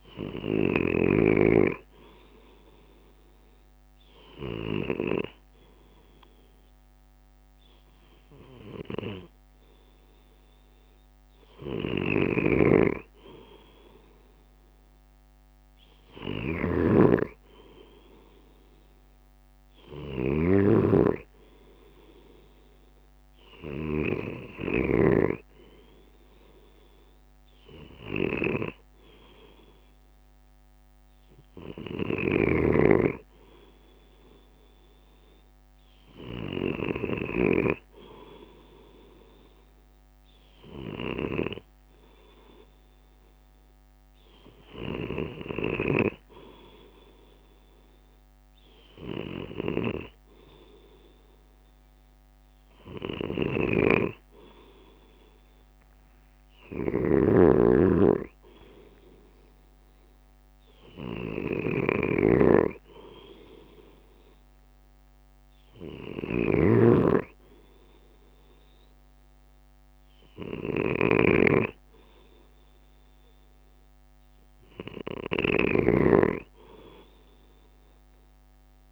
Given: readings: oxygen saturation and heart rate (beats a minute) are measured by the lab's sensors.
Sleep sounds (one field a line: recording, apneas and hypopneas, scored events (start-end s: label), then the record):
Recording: breathing in sleep by a microphone on the trachea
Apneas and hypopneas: none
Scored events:
0.00-4.00 s: drop in pulse transit time (device-marked, heart rate 58 extreme)
54.50-58.00 s: arousal
59.00-71.00 s: drop in pulse transit time (device-marked, heart rate 57 before, 57 extreme)
From the record:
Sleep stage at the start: N2 (light sleep)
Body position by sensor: on the left side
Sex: male